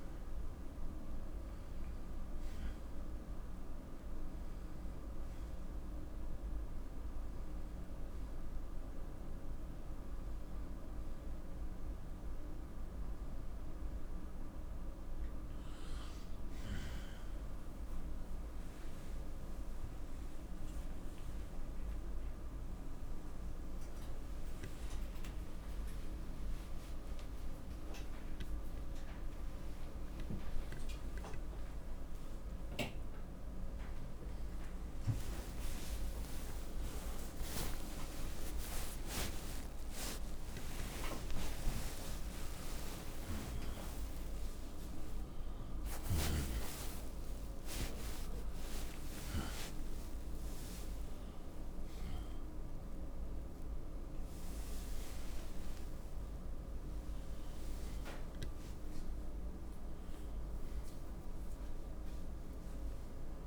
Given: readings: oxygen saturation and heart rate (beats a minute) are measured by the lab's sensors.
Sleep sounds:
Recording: a person awake in a sleep study, by a room microphone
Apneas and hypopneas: none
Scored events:
0.00-3.00 s: oxygen desaturation (device-marked, oxygen 92% lowest, heart rate 62 extreme)
14.00-63.47 s: new sleep stage, awake
48.00-63.47 s: oxygen desaturation (device-marked, oxygen 94% before, 88% lowest, heart rate 110 before, 76 extreme)
From the record:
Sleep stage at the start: N1 (lightest sleep)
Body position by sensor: upright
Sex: male

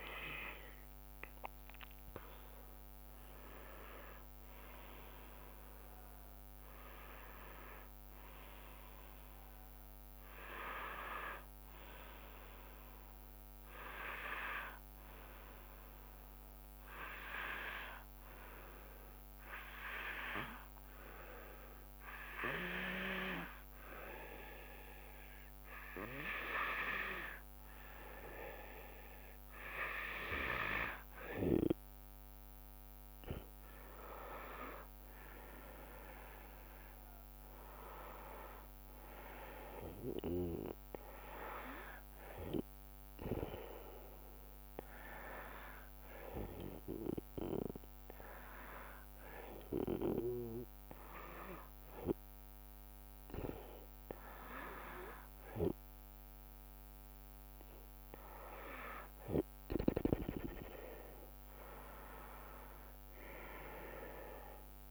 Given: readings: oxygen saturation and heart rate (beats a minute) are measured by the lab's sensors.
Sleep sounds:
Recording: breathing in sleep by a microphone on the trachea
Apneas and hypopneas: 2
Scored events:
0.00-1.50 s: tachycardia (device-marked, heart rate 99 extreme)
0.00-2.00 s: arousal
0.00-9.50 s: drop in pulse transit time (device-marked, heart rate 76 extreme)
17.00-27.00 s: hypopnea (oxygen 95% before, 92% lowest, heart rate 83 before, 67 extreme, up 6 after)
29.50-44.50 s: oxygen desaturation (device-marked, oxygen 95% before, 92% lowest, heart rate 71 before, 67 extreme)
31.50-36.50 s: arousal
47.50-59.50 s: hypopnea (oxygen 96% before, 92% lowest, heart rate 73 before, 67 extreme, up 7 after)
59.50-64.91 s: drop in pulse transit time (device-marked, heart rate 73 before, 71 extreme)
61.00-64.50 s: arousal
From the record:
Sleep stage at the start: N2 (light sleep)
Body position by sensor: on the back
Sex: female

